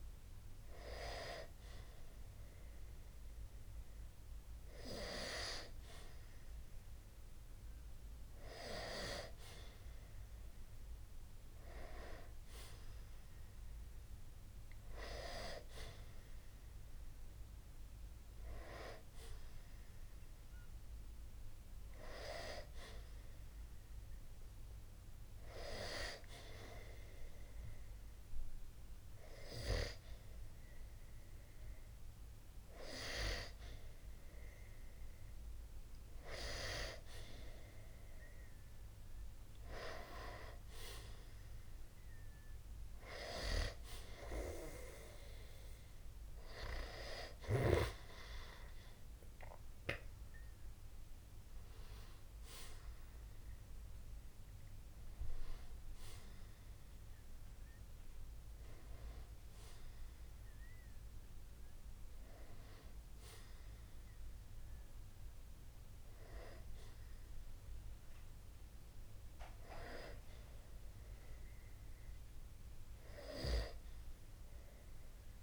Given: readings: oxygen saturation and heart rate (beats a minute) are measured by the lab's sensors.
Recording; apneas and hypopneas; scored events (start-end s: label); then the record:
breathing in sleep by a room microphone; 1
26.50-36.50 s: hypopnea (oxygen 94% before, 92% lowest, heart rate 65 before, 61 extreme, up 8 after)
42.50-46.50 s: arousal
From the record:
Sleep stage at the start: N2 (light sleep); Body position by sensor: on the back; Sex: male